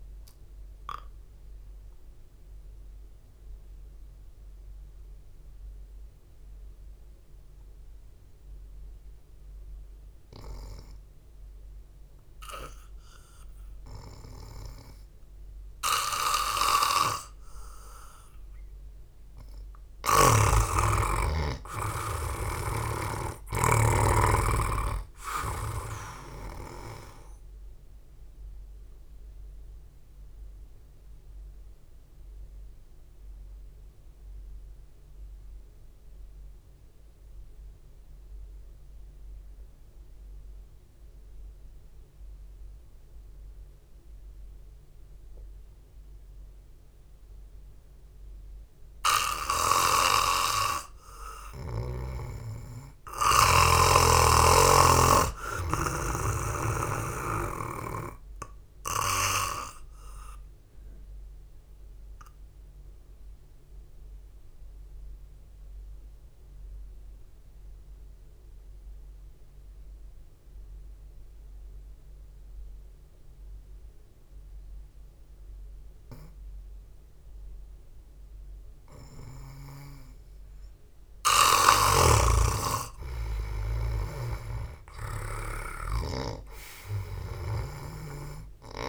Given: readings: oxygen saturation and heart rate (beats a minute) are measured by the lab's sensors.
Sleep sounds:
breathing in sleep by a room microphone; 3
0.00-20.00 s: oxygen desaturation (device-marked, oxygen 88% lowest, heart rate 49 extreme)
0.50-12.50 s: obstructive apnea (oxygen 98% before, 88% lowest, heart rate 60 before, 49 extreme, up 2 after)
17.50-21.50 s: snoring (device-marked)
20.50-24.00 s: arousal
31.00-52.00 s: obstructive apnea (oxygen 97% before, 88% lowest, heart rate 56 before, 52 extreme, up 0 after)
42.00-51.00 s: oxygen desaturation (device-marked, oxygen 93% before, 89% lowest, heart rate 55 before, 52 extreme)
53.50-56.50 s: arousal
62.50-80.00 s: obstructive apnea (oxygen 97% before, 88% lowest, heart rate 59 before, 50 extreme, up 0 after)
74.00-81.00 s: oxygen desaturation (device-marked, oxygen 93% before, 88% lowest, heart rate 59 before, 50 extreme)
82.00-85.00 s: arousal
82.50-86.50 s: snoring (device-marked)
From the record:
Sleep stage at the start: N2 (light sleep); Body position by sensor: on the back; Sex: male

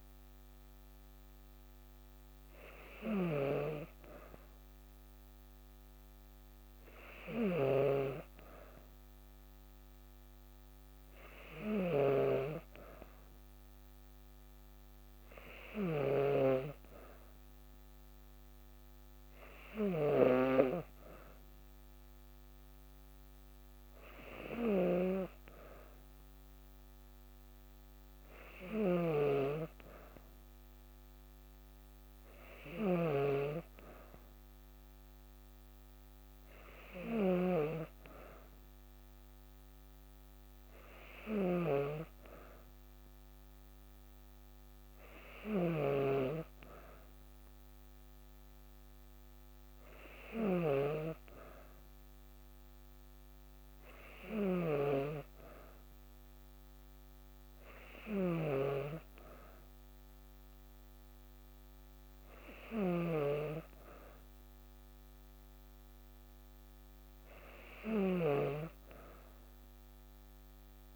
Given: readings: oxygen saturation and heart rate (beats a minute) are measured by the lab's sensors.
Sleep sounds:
breathing in sleep by a microphone on the trachea; none
0.00-70.96 s: snoring (device-marked)
From the record:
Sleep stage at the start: N2 (light sleep); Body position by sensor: on the back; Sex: female

